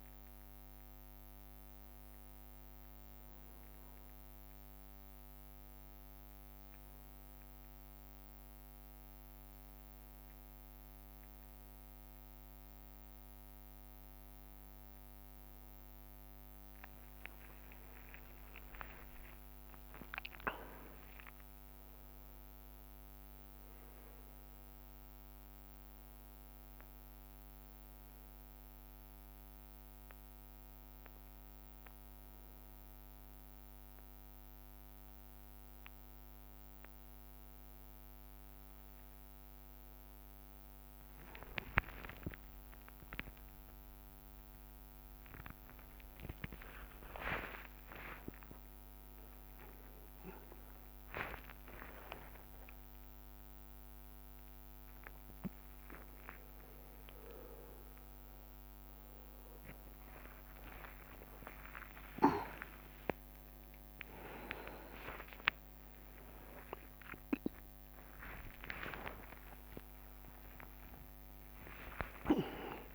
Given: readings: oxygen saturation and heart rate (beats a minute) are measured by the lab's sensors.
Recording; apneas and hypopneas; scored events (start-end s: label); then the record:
a person awake in a sleep study, by a microphone on the trachea; none
2.50-3.50 s: leg movement (device-marked)
4.00-5.50 s: leg movement (device-marked)
7.00-12.00 s: leg movement (device-marked)
13.00-25.00 s: drop in pulse transit time (device-marked, heart rate 64 before, 63 extreme)
14.00-21.50 s: leg movement (device-marked)
17.00-21.00 s: tachycardia (device-marked, heart rate 73 before, 105 extreme)
17.50-19.50 s: long interval between heartbeats (device-marked, heart rate 64 before, 79 extreme)
20.50-22.50 s: long interval between heartbeats (device-marked, heart rate 68 before, 105 extreme)
23.00-26.50 s: leg movement (device-marked)
23.00-72.95 s: new sleep stage, awake
26.00-37.00 s: oxygen desaturation (device-marked, oxygen 95% before, 92% lowest, heart rate 78 before, 65 extreme)
31.50-37.00 s: leg movement (device-marked)
42.00-65.00 s: tachycardia (device-marked, heart rate 73 before, 194 extreme)
42.50-44.50 s: long interval between heartbeats (device-marked, heart rate 73 before, 73 extreme)
46.50-48.50 s: long interval between heartbeats (device-marked, heart rate 72 before, 136 extreme)
49.00-51.00 s: long interval between heartbeats (device-marked, heart rate 84 before, 186 extreme)
52.00-54.00 s: drop in pulse transit time (device-marked, heart rate 102 before, 172 extreme)
54.00-56.00 s: long interval between heartbeats (device-marked, heart rate 112 before, 174 extreme)
56.00-57.00 s: drop in pulse transit time (device-marked, heart rate 123 before, 169 extreme)
58.00-60.00 s: long interval between heartbeats (device-marked, heart rate 134 before, 194 extreme)
60.00-62.00 s: long interval between heartbeats (device-marked, heart rate 147 before, 178 extreme)
62.00 s: drop in pulse transit time (device-marked)
62.50-64.50 s: long interval between heartbeats (device-marked, heart rate 159 before, 182 extreme)
64.00-72.95 s: drop in pulse transit time (device-marked, heart rate 169 before, 80 extreme)
66.00-68.00 s: long interval between heartbeats (device-marked, heart rate 170 before, 115 extreme)
67.00-70.00 s: tachycardia (device-marked, heart rate 77 before, 115 extreme)
69.00-71.00 s: long interval between heartbeats (device-marked, heart rate 165 before, 97 extreme)
71.50-72.95 s: long interval between heartbeats (device-marked, heart rate 157 before, 116 extreme)
From the record:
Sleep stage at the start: N1 (lightest sleep); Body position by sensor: on the back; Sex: male